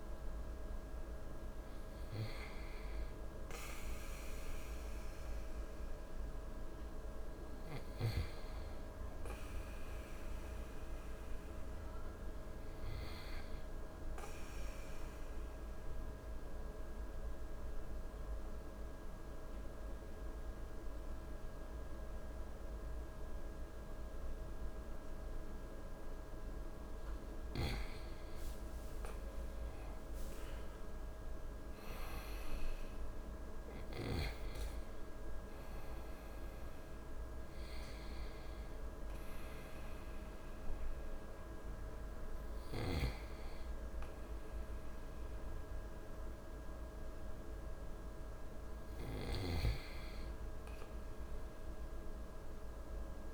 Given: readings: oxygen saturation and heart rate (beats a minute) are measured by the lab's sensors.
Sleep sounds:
breathing in sleep, hard to hear, by a room microphone; 1
14.50-26.50 s: obstructive apnea (oxygen 98% before, 94% lowest, heart rate 54 before, 54 extreme, up 7 after)
29.00-33.00 s: arousal
From the record:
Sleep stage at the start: N2 (light sleep); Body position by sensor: on the back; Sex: male

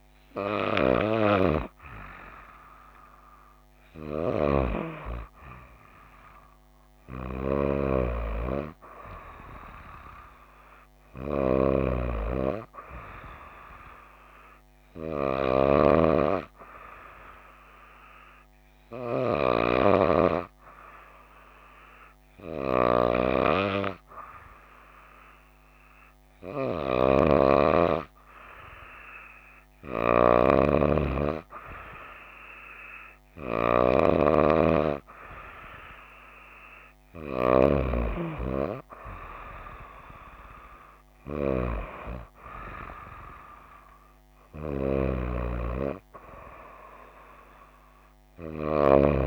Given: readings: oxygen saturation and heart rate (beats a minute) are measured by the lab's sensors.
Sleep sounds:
breathing in sleep by a microphone on the trachea; none
none scored
From the record:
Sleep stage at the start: N2 (light sleep); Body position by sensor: on the right side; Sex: female

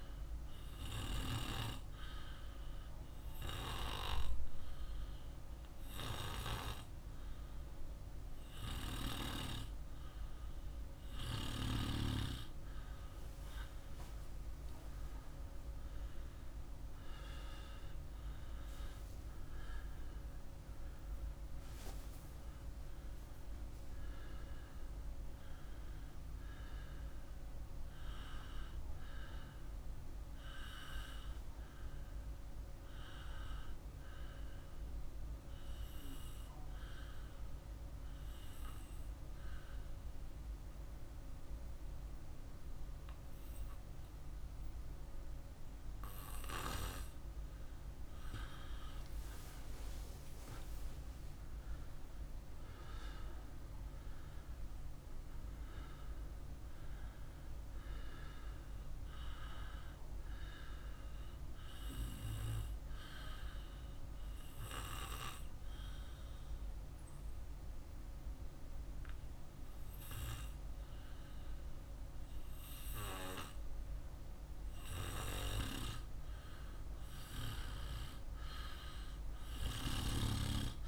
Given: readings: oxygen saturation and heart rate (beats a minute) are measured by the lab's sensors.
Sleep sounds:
breathing in sleep by a room microphone; 3
2.00-12.00 s: obstructive apnea (oxygen 97% before, 94% lowest, heart rate 56 before, 55 extreme, up 2 after)
14.50-18.50 s: arousal
37.00-49.00 s: obstructive apnea (oxygen 97% before, 94% lowest, heart rate 57 before, 52 extreme, up 1 after)
50.50-53.50 s: arousal
64.00-76.00 s: obstructive apnea (oxygen 97% before, 94% lowest, heart rate 57 before, 53 extreme, up 5 after)
78.50-80.87 s: arousal
From the record:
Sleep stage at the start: N2 (light sleep); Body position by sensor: on the back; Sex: male

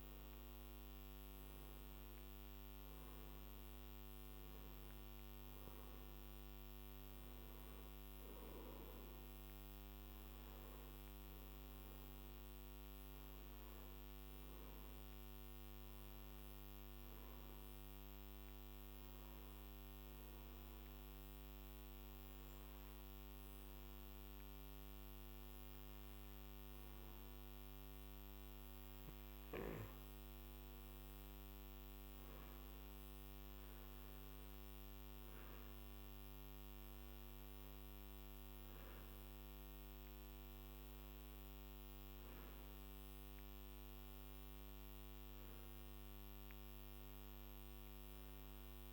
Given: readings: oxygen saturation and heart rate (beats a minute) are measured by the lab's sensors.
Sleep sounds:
breathing in sleep, hard to hear, by a microphone on the trachea; 1
0.50-4.50 s: arousal
17.50-30.00 s: obstructive apnea (oxygen 97% before, 92% lowest, heart rate 55 before, 50 extreme, up 14 after)
32.00-37.50 s: arousal
35.50-47.50 s: oxygen desaturation (device-marked, oxygen 97% before, 93% lowest, heart rate 54 before, 49 extreme)
From the record:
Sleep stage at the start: N2 (light sleep); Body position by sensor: on the back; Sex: male

